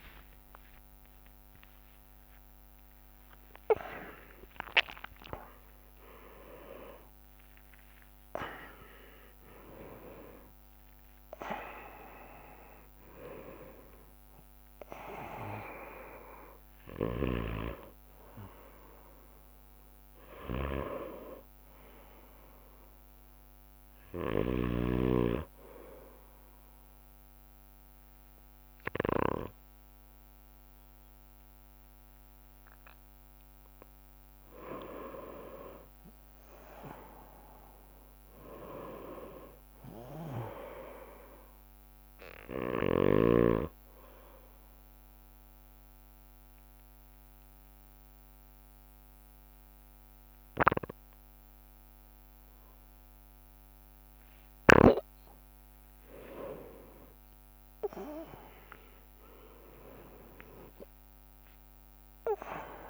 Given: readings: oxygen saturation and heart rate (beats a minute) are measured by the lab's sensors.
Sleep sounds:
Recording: breathing in sleep by a microphone on the trachea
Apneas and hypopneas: 1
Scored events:
0.00-6.00 s: drop in pulse transit time (device-marked, heart rate 67 extreme)
0.00-6.50 s: arousal
0.50-2.50 s: long interval between heartbeats (device-marked, heart rate 74 before, 69 extreme)
3.00-5.00 s: long interval between heartbeats (device-marked, heart rate 75 before, 67 extreme)
34.50-39.50 s: arousal
44.50-54.50 s: obstructive apnea (oxygen 97% before, 94% lowest)
56.00-60.00 s: arousal
From the record:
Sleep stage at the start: N2 (light sleep)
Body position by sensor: on the right side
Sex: male

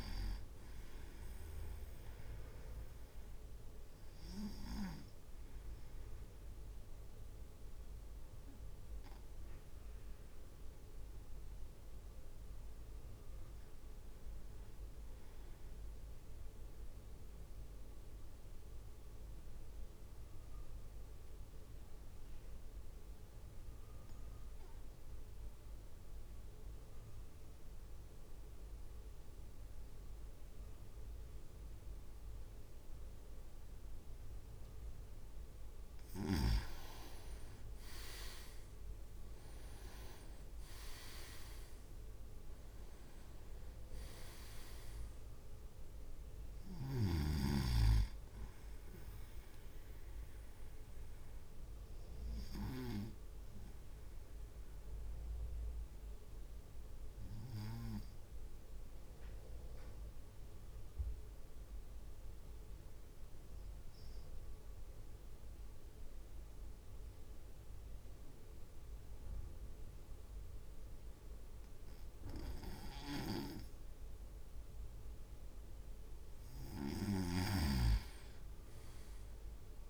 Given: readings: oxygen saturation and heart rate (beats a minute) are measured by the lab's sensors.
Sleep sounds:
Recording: breathing in sleep by a room microphone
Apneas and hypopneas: 2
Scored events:
0.00-4.00 s: drop in pulse transit time (device-marked, heart rate 56 extreme)
17.50-34.00 s: obstructive apnea (oxygen 98% before, 94% lowest, heart rate 56 before, 51 extreme, up 4 after)
38.00-43.00 s: arousal
39.00-40.00 s: leg movement (device-marked)
39.00-51.00 s: drop in pulse transit time (device-marked, heart rate 54 before, 53 extreme)
49.50-74.50 s: obstructive apnea (oxygen 99% before, 94% lowest, heart rate 55 before, 51 extreme, up 2 after)
From the record:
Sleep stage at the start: N2 (light sleep)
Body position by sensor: on the right side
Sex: male

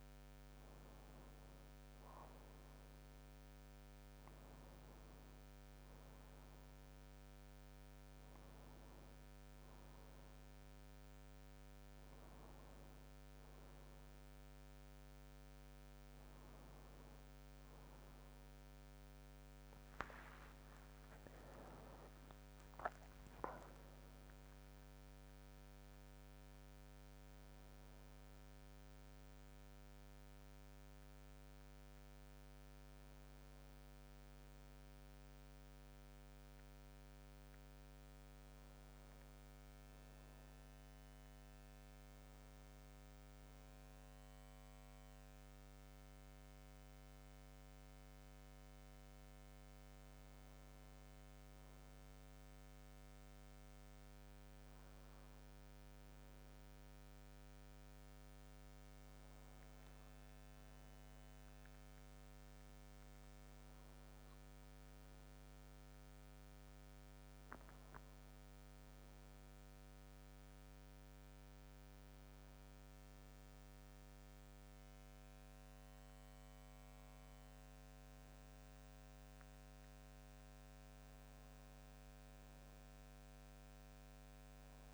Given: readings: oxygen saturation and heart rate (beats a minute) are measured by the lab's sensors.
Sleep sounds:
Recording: a person awake in a sleep study, hard to hear, by a microphone on the trachea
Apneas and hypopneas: none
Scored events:
9.50-84.94 s: new sleep stage, awake
From the record:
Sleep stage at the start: N2 (light sleep)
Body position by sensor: on the back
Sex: male

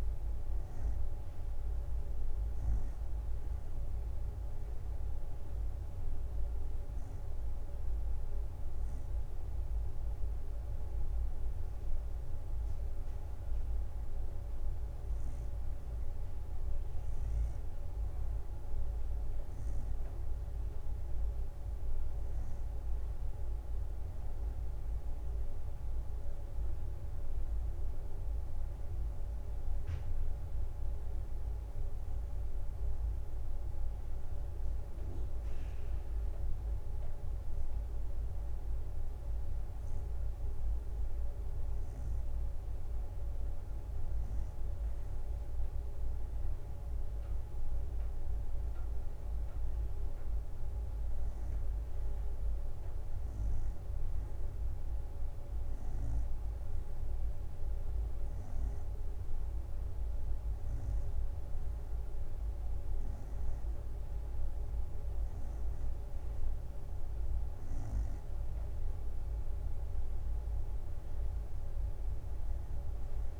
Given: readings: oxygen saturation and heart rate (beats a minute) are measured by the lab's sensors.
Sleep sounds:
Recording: breathing in sleep, hard to hear, by a room microphone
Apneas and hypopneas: 2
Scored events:
0.00-1.50 s: arousal
6.00-17.50 s: hypopnea (oxygen 95% before, 91% lowest, heart rate 65 before, 60 extreme, up 0 after)
23.50-27.50 s: arousal
34.50-45.50 s: hypopnea (oxygen 93% before, 91% lowest, heart rate 65 before, 60 extreme, up 3 after)
37.50-45.50 s: drop in pulse transit time (device-marked, heart rate 65 before, 64 extreme)
47.00-50.50 s: arousal
57.50-66.50 s: drop in pulse transit time (device-marked, heart rate 65 before, 60 extreme)
From the record:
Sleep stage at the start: N2 (light sleep)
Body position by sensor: on the right side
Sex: female

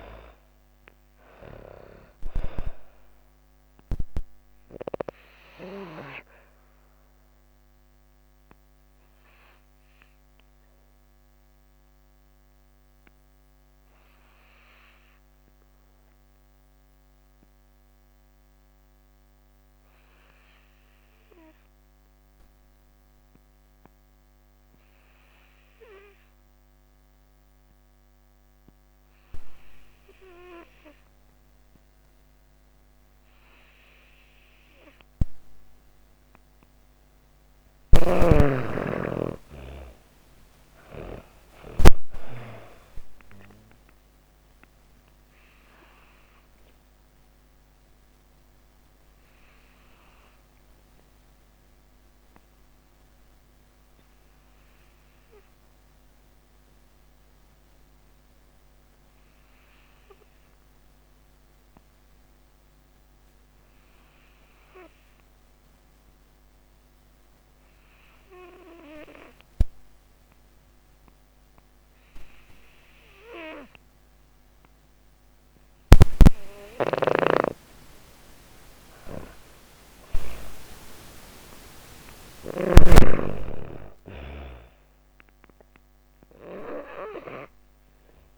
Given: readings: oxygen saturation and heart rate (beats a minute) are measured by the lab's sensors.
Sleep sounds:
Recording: breathing in sleep by a microphone on the trachea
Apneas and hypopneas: 2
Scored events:
0.00-21.00 s: oxygen desaturation (device-marked, oxygen 84% lowest)
4.50-35.50 s: obstructive apnea (oxygen 99% before, 83% lowest)
36.00-69.00 s: oxygen desaturation (device-marked, oxygen 98% before, 83% lowest, heart rate 145 before, 48 extreme)
38.00-41.50 s: arousal
47.50-76.50 s: obstructive apnea (oxygen 99% before, 82% lowest, heart rate 99 before, 48 extreme)
78.50-82.00 s: arousal
79.00-88.38 s: oxygen desaturation (device-marked, oxygen 97% before, 83% lowest)
From the record:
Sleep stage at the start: N2 (light sleep)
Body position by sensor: on the back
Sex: female

